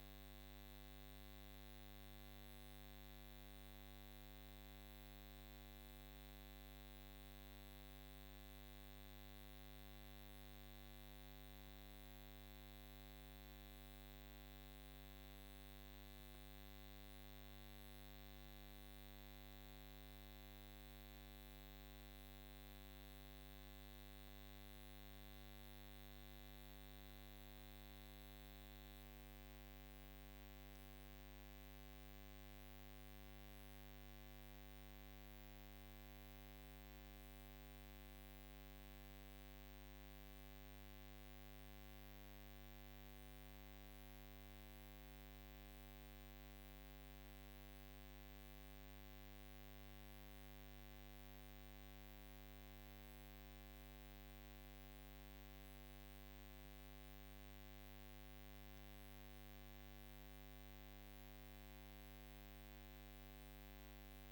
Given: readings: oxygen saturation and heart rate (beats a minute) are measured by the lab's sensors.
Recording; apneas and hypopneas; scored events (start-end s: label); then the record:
breathing in sleep, hard to hear, by a microphone on the trachea; none
none scored
From the record:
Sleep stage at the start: N2 (light sleep); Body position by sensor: on the right side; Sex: female